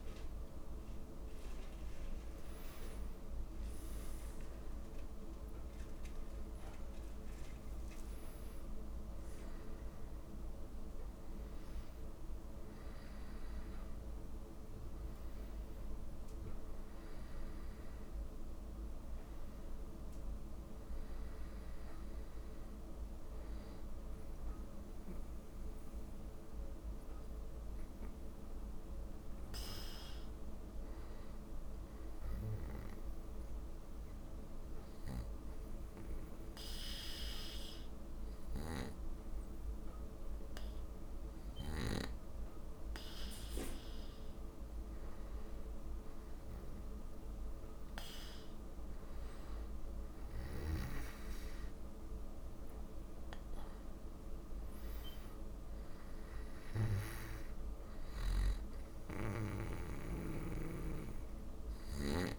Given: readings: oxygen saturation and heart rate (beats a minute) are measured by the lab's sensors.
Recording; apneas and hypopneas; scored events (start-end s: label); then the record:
breathing in sleep by a room microphone; 1
32.50-44.50 s: obstructive apnea (oxygen 96% before, 94% lowest)
48.00-52.50 s: arousal
59.50-62.39 s: snoring (device-marked)
From the record:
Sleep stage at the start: N2 (light sleep); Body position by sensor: on the back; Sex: male